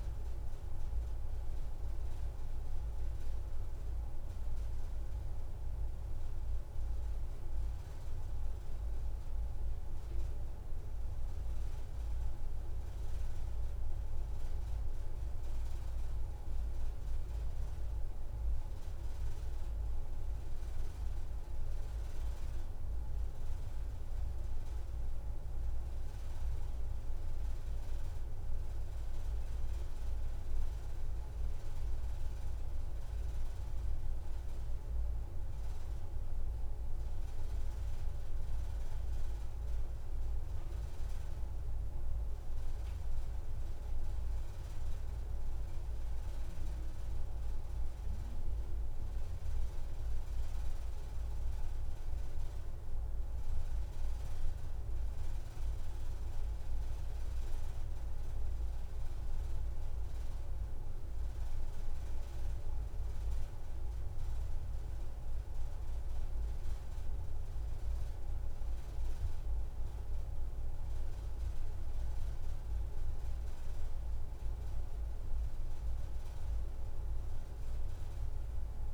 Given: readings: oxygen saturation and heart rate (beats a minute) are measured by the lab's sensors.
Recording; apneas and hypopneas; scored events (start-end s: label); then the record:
breathing in sleep, hard to hear, by a room microphone; none
18.50-23.00 s: arousal
From the record:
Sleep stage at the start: N1 (lightest sleep); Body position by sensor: on the back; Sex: female